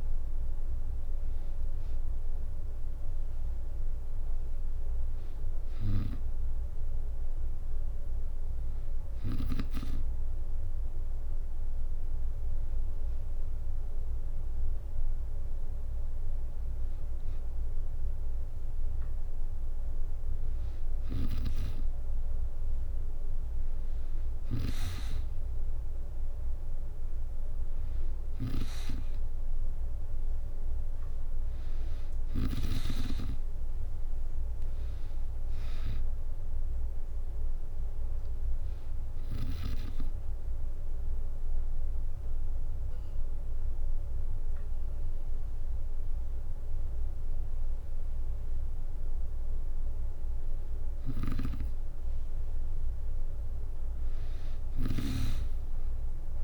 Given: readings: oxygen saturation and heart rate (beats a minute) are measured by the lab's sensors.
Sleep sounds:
breathing in sleep by a room microphone; 1
0.00-7.00 s: drop in pulse transit time (device-marked, heart rate 65 extreme)
20.50-24.50 s: snoring (device-marked)
32.00-44.00 s: drop in pulse transit time (device-marked, heart rate 65 before, 65 extreme)
32.50-36.00 s: arousal
40.00-51.00 s: hypopnea (oxygen 97% before, 93% lowest, heart rate 68 before, 63 extreme, up 3 after)
50.50-56.44 s: snoring (device-marked)
55.00-56.44 s: arousal
From the record:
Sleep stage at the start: N2 (light sleep); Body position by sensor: on the back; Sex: female

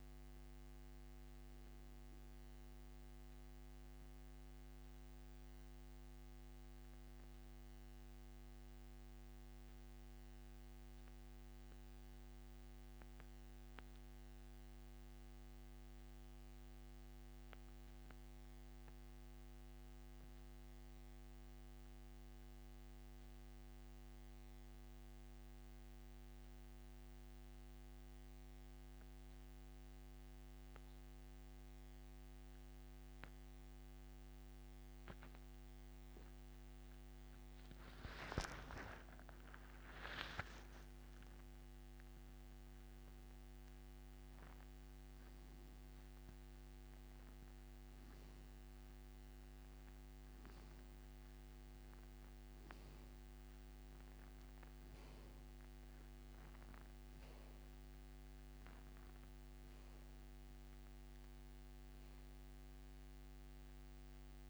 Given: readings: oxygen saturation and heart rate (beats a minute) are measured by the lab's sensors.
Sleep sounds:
breathing in sleep, hard to hear, by a microphone on the trachea; 1
0.00-34.50 s: oxygen desaturation (device-marked, oxygen 87% lowest, heart rate 68 extreme)
2.50-37.50 s: central apnea (oxygen 97% before, 87% lowest, heart rate 84 before, 68 extreme, up 17 after)
38.50-42.50 s: arousal
From the record:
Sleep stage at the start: N2 (light sleep); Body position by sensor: on the back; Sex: male

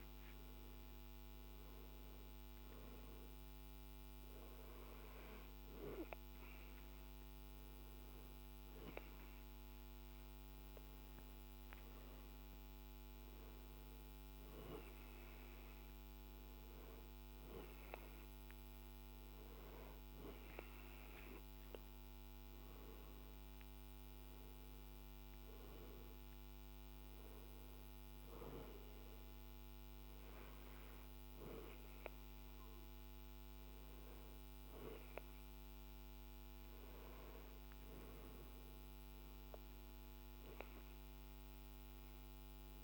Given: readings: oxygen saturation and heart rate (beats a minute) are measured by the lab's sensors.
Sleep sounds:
breathing in sleep by a microphone on the trachea; none
none scored
From the record:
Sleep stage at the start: N2 (light sleep); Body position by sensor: on the back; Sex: male

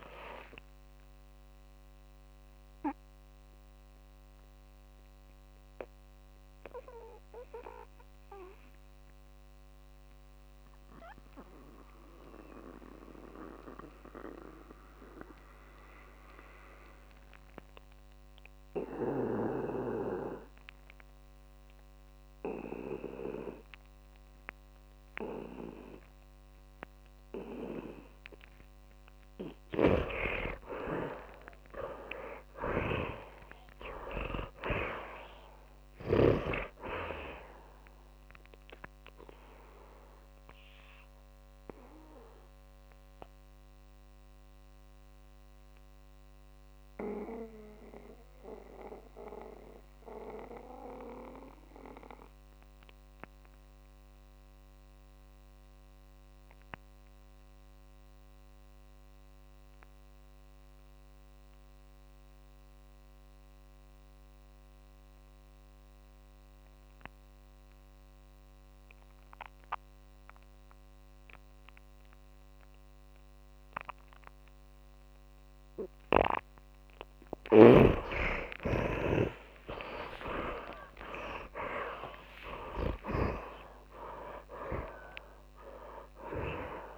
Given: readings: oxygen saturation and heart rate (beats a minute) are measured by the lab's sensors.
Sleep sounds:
breathing in sleep by a microphone on the trachea; 2
0.00-16.50 s: oxygen desaturation (device-marked, oxygen 63% lowest, heart rate 116 extreme)
0.00-86.98 s: tachycardia (device-marked)
4.00-29.50 s: mixed apnea (oxygen 97% before, 63% lowest, heart rate 157 before, 116 extreme, up 27 after)
27.50-53.50 s: oxygen desaturation (device-marked, oxygen 100% before, 78% lowest, heart rate 136 before, 116 extreme)
30.00-36.50 s: snoring (device-marked)
31.50-35.00 s: arousal
40.00-75.50 s: mixed apnea (oxygen 100% before, 72% lowest, heart rate 130 before, 122 extreme, up 29 after)
65.50-86.98 s: oxygen desaturation (device-marked, oxygen 100% before, 72% lowest, heart rate 136 before, 125 extreme)
77.50-83.50 s: snoring (device-marked)
79.00-85.00 s: arousal
From the record:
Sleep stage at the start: N2 (light sleep); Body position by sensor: on the back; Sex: male

